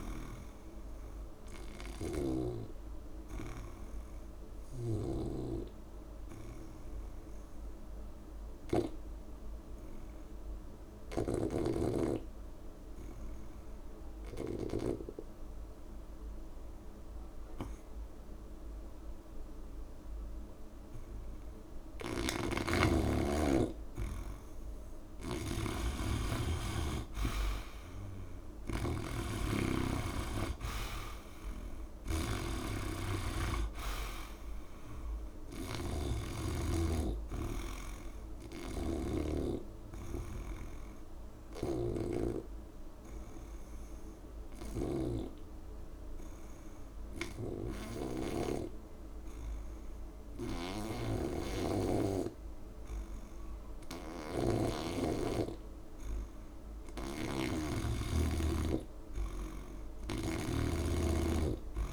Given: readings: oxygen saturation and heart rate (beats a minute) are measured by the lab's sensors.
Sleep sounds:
breathing in sleep by a room microphone; 2
0.00-5.00 s: snoring (device-marked)
0.00-10.00 s: oxygen desaturation (device-marked, oxygen 84% lowest, heart rate 26 extreme)
2.00-4.00 s: long interval between heartbeats (device-marked, heart rate 49 before, 59 extreme)
2.00-21.00 s: obstructive apnea (oxygen 98% before, 84% lowest)
4.50-6.50 s: long interval between heartbeats (device-marked, heart rate 50 before, 50 extreme)
11.00-14.50 s: snoring (device-marked)
13.50-15.50 s: long interval between heartbeats (device-marked, heart rate 55 before, 68 extreme)
16.00-18.00 s: long interval between heartbeats (device-marked, heart rate 58 before, 59 extreme)
21.50-39.00 s: snoring (device-marked)
22.50-24.50 s: long interval between heartbeats (device-marked, heart rate 55 before, 54 extreme)
22.50-26.00 s: arousal
25.00-27.00 s: long interval between heartbeats (device-marked, heart rate 55 before, 55 extreme)
27.00-49.00 s: oxygen desaturation (device-marked, oxygen 97% before, 86% lowest)
29.50-31.50 s: long interval between heartbeats (device-marked, heart rate 55 before, 42 extreme)
36.00-38.00 s: long interval between heartbeats (device-marked, heart rate 48 before, 39 extreme)
41.00-45.00 s: snoring (device-marked)
41.00-56.50 s: obstructive apnea (oxygen 98% before, 86% lowest, heart rate 43 before, 36 extreme, up 19 after)
44.00-46.00 s: long interval between heartbeats (device-marked, heart rate 39 before, 29 extreme)
47.00-49.00 s: long interval between heartbeats (device-marked, heart rate 35 before, 40 extreme)
47.00-57.00 s: snoring (device-marked)
51.50-53.50 s: long interval between heartbeats (device-marked, heart rate 35 before, 48 extreme)
58.50-61.50 s: arousal
60.50-61.93 s: long interval between heartbeats (device-marked, heart rate 37 before, 58 extreme)
From the record:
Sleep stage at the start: N2 (light sleep); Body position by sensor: on the back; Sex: male

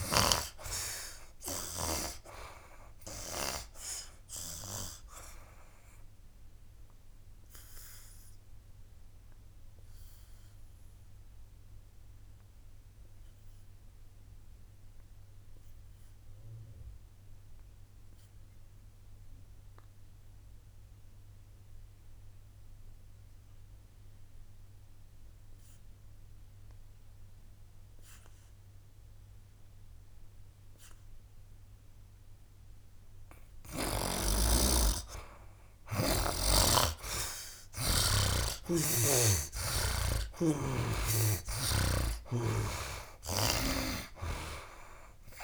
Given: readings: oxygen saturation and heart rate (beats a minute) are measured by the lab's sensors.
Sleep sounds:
breathing in sleep by a room microphone; 1
0.00-2.00 s: snoring (device-marked)
0.00-24.00 s: oxygen desaturation (device-marked, oxygen 75% lowest, heart rate 63 extreme)
5.50-32.50 s: obstructive apnea (oxygen 99% before, 72% lowest, heart rate 73 before, 63 extreme, up 11 after)
26.00-45.44 s: oxygen desaturation (device-marked, oxygen 98% before, 72% lowest, heart rate 73 before, 63 extreme)
36.50-40.50 s: arousal
From the record:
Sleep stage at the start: N2 (light sleep); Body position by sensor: on the back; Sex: male

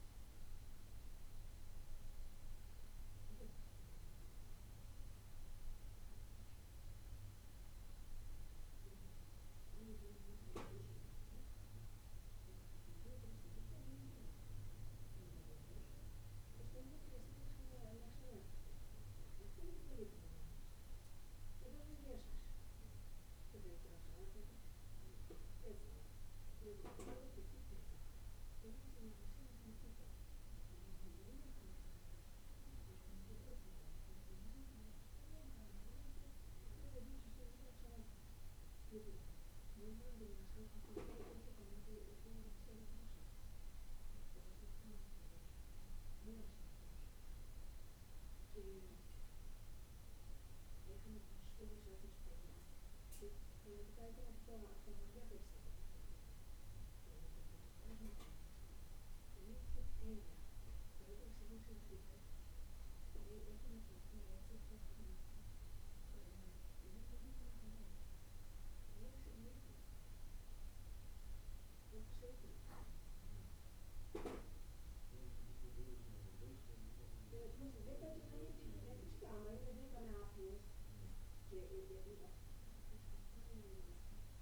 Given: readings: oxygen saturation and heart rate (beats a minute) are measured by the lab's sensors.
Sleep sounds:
breathing in sleep by a room microphone; none
none scored
From the record:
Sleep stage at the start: N2 (light sleep); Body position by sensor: on the back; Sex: male

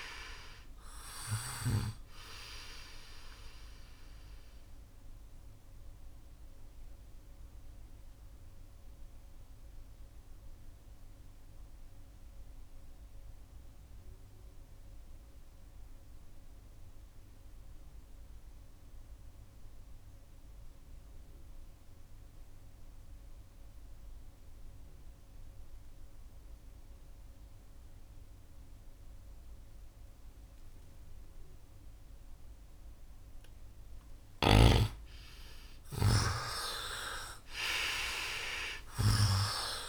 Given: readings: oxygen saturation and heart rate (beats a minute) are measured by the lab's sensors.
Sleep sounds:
breathing in sleep by a room microphone; 1
0.00-23.00 s: oxygen desaturation (device-marked, oxygen 79% lowest, heart rate 64 extreme)
4.50-35.00 s: mixed apnea (oxygen 99% before, 78% lowest, heart rate 73 before, 65 extreme, up 8 after)
37.00-39.89 s: arousal
From the record:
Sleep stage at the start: N2 (light sleep); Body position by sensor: on the right side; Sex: male

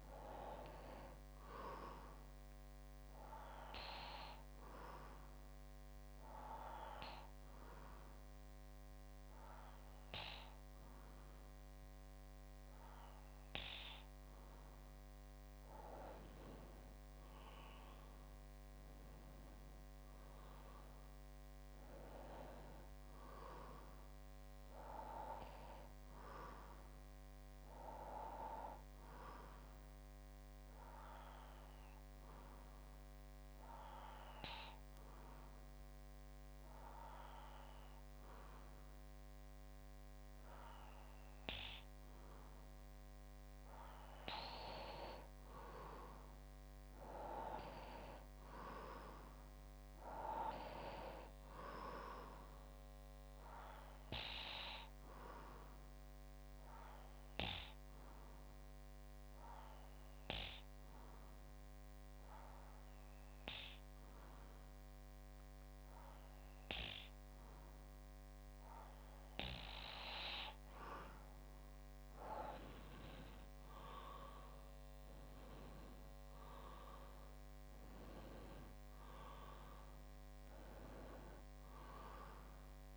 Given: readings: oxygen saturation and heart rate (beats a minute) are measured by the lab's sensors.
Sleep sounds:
breathing in sleep by a microphone on the trachea; 3
5.00-15.00 s: obstructive apnea (oxygen 95% before, 92% lowest, heart rate 63 before, 60 extreme, up 7 after)
17.50-21.50 s: arousal
30.50-43.50 s: obstructive apnea (oxygen 94% before, 92% lowest, heart rate 63 before, 59 extreme, up 3 after)
39.50-41.50 s: bradycardia (device-marked, heart rate 63 before, 60 extreme)
46.50-50.00 s: arousal
55.50-69.50 s: obstructive apnea (oxygen 95% before, 92% lowest, heart rate 61 before, 59 extreme, up 7 after)
73.00-77.00 s: arousal
81.50-82.97 s: bradycardia (device-marked, heart rate 63 before, 59 extreme)
From the record:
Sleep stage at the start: N2 (light sleep); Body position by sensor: on the back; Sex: male

